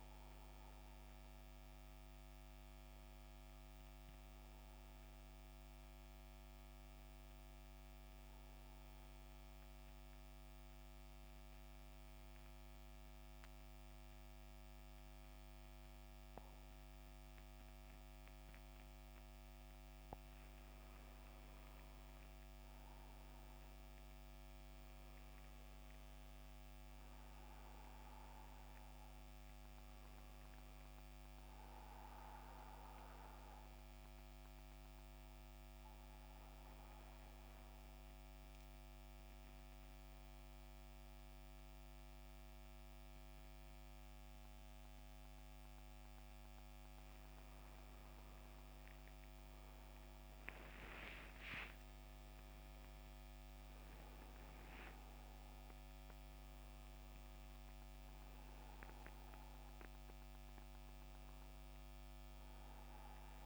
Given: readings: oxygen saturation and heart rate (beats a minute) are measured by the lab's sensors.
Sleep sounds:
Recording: breathing in sleep, hard to hear, by a microphone on the trachea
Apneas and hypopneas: 2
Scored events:
0.00-6.50 s: oxygen desaturation (device-marked, oxygen 86% lowest, heart rate 69 extreme)
6.50-63.46 s: new sleep stage, N2 (light sleep)
8.00-19.00 s: central apnea (oxygen 94% before, 89% lowest, heart rate 80 before, 68 extreme, up 10 after)
21.50-26.00 s: arousal
27.50-49.50 s: oxygen desaturation (device-marked, oxygen 95% before, 89% lowest, heart rate 72 before, 67 extreme)
35.50-46.50 s: central apnea (oxygen 95% before, 86% lowest, heart rate 75 before, 67 extreme, up 13 after)
49.50-54.00 s: arousal
59.50-63.46 s: oxygen desaturation (device-marked, oxygen 93% before, 89% lowest, heart rate 74 before, 67 extreme)
From the record:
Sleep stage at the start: N1 (lightest sleep)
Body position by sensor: on the back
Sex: male

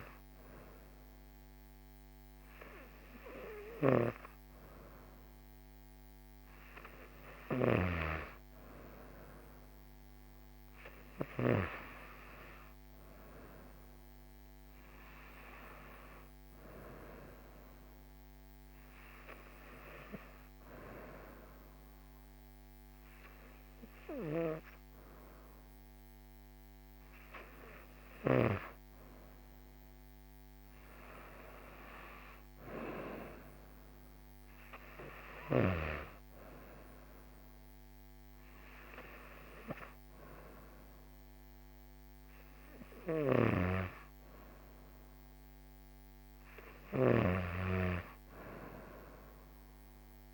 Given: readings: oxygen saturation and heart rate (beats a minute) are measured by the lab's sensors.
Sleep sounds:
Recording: breathing in sleep by a microphone on the trachea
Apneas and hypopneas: none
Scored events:
43.00-50.34 s: snoring (device-marked)
From the record:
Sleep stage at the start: N2 (light sleep)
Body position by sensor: on the right side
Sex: female

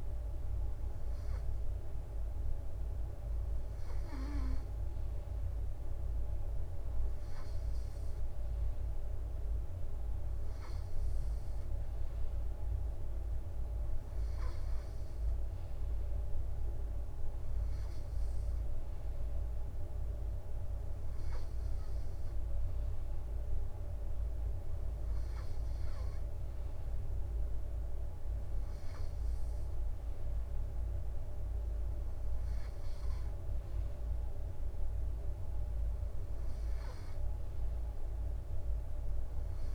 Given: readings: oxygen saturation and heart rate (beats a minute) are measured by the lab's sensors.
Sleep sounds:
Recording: breathing in sleep, hard to hear, by a room microphone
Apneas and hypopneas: none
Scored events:
none scored
From the record:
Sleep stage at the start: N2 (light sleep)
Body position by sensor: on the right side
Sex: male

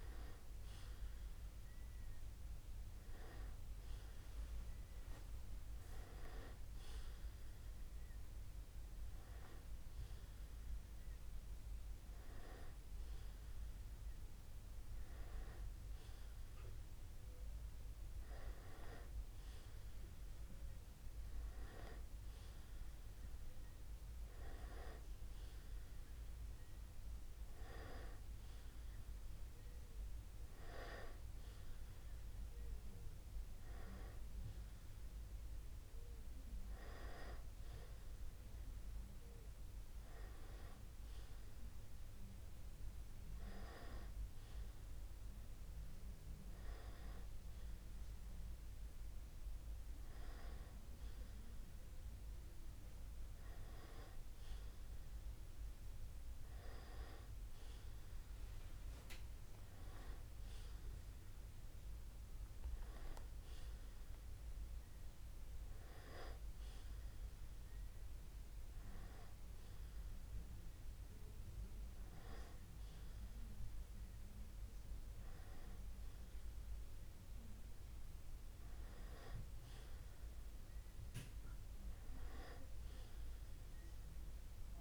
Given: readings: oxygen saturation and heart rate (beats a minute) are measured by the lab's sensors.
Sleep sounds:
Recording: breathing in sleep by a room microphone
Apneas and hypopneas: none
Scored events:
none scored
From the record:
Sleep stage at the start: N2 (light sleep)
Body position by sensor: on the back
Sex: male

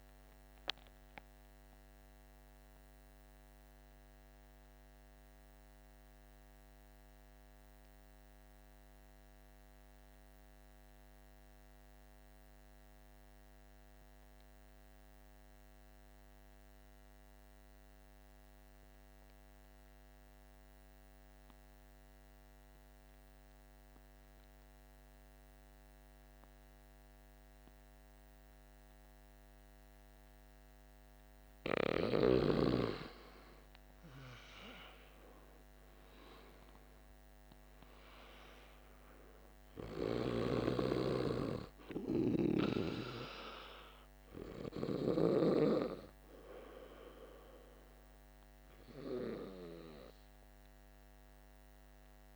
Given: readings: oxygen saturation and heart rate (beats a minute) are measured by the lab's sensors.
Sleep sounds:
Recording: breathing in sleep by a microphone on the trachea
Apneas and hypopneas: 1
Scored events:
0.00-8.00 s: oxygen desaturation (device-marked, oxygen 87% lowest, heart rate 47 extreme)
1.00-30.50 s: mixed apnea (oxygen 96% before, 87% lowest, heart rate 55 before, 47 extreme, up 10 after)
27.00-52.36 s: oxygen desaturation (device-marked, oxygen 98% before, 87% lowest, heart rate 48 before, 46 extreme)
32.50-36.50 s: arousal
From the record:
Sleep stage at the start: N2 (light sleep)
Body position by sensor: on the back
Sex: male

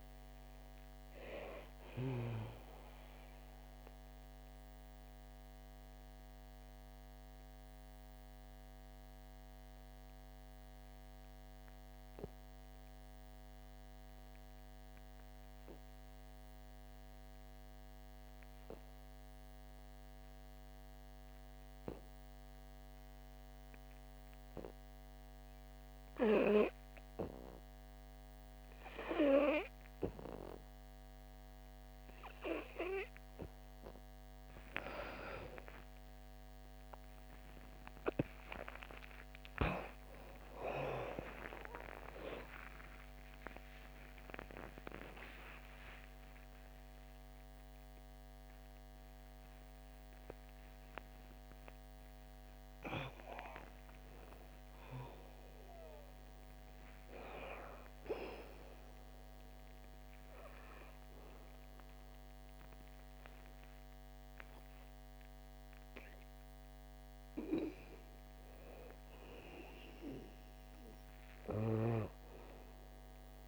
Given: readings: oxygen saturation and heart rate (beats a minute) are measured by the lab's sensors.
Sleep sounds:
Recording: breathing in sleep by a microphone on the trachea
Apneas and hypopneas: 1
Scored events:
0.00-19.00 s: oxygen desaturation (device-marked, oxygen 55% lowest, heart rate 56 extreme)
3.00-34.00 s: mixed apnea (oxygen 95% before, 55% lowest)
27.00-50.00 s: oxygen desaturation (device-marked, oxygen 97% before, 67% lowest)
28.00-73.48 s: new sleep stage, N2 (light sleep)
37.50-42.50 s: arousal
52.00-63.00 s: oxygen desaturation (device-marked, oxygen 70% before, 58% lowest)
64.00-68.00 s: arousal
From the record:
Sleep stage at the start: REM sleep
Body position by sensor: on the back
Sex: female

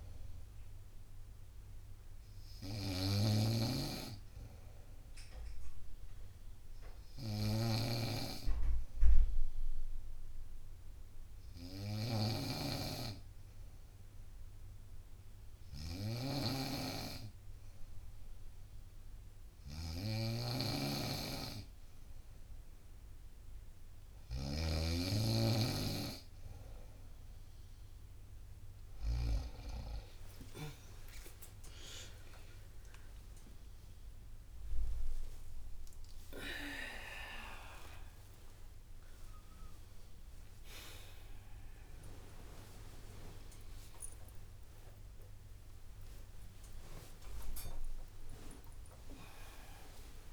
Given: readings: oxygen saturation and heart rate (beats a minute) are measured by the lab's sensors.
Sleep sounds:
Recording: a person awake in a sleep study, by a room microphone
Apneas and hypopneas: 1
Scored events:
0.00-29.50 s: snoring (device-marked)
8.00-21.00 s: hypopnea (oxygen 96% before, 92% lowest, heart rate 64 before, 62 extreme, up 4 after)
19.00-50.33 s: new sleep stage, awake
28.00-47.00 s: oxygen desaturation (device-marked, oxygen 96% before, 92% lowest, heart rate 64 before, 69 extreme)
29.00-47.00 s: tachycardia (device-marked, heart rate 65 before, 138 extreme)
31.50-33.50 s: long interval between heartbeats (device-marked, heart rate 64 before, 84 extreme)
34.00-50.00 s: drop in pulse transit time (device-marked, heart rate 70 before, 110 extreme)
36.00-38.00 s: long interval between heartbeats (device-marked, heart rate 75 before, 127 extreme)
39.50-41.50 s: long interval between heartbeats (device-marked, heart rate 85 before, 115 extreme)
43.00-45.00 s: long interval between heartbeats (device-marked, heart rate 95 before, 119 extreme)
47.00-49.00 s: long interval between heartbeats (device-marked, heart rate 107 before, 137 extreme)
From the record:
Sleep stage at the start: N2 (light sleep)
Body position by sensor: on the right side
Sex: female

